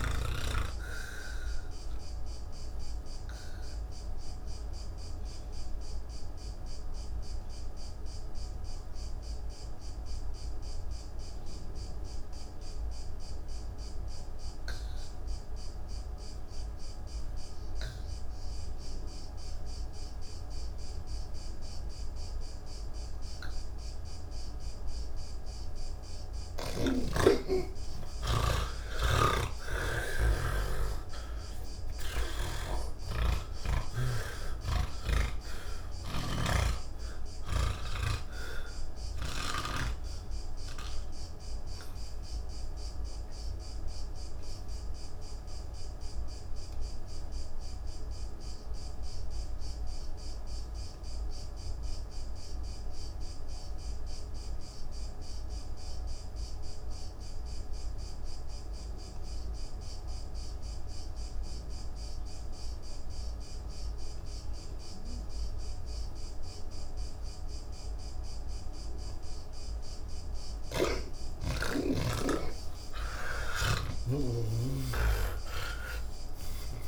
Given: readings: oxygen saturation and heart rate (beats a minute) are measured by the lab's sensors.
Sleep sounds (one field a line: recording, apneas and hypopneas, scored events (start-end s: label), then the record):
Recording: breathing in sleep by a room microphone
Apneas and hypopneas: 2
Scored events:
0.00-12.50 s: oxygen desaturation (device-marked, oxygen 83% lowest, heart rate 29 extreme)
2.00-25.50 s: obstructive apnea (oxygen 98% before, 84% lowest, heart rate 142 before, 29 extreme, up 22 after)
15.50-76.88 s: new sleep stage, N3 (deep sleep)
24.50-33.50 s: oxygen desaturation (device-marked, oxygen 99% before, 89% lowest, heart rate 145 before, 29 extreme)
29.00-33.00 s: snoring (device-marked)
38.50-55.50 s: oxygen desaturation (device-marked, oxygen 92% before, 84% lowest, heart rate 107 before, 40 extreme)
43.00-66.00 s: obstructive apnea (oxygen 99% before, 80% lowest, heart rate 97 before, 40 extreme, up 7 after)
57.50-76.88 s: oxygen desaturation (device-marked, oxygen 98% before, 86% lowest, heart rate 122 before, 40 extreme)
70.50-76.88 s: snoring (device-marked)
From the record:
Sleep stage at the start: N1 (lightest sleep)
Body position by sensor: on the back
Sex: male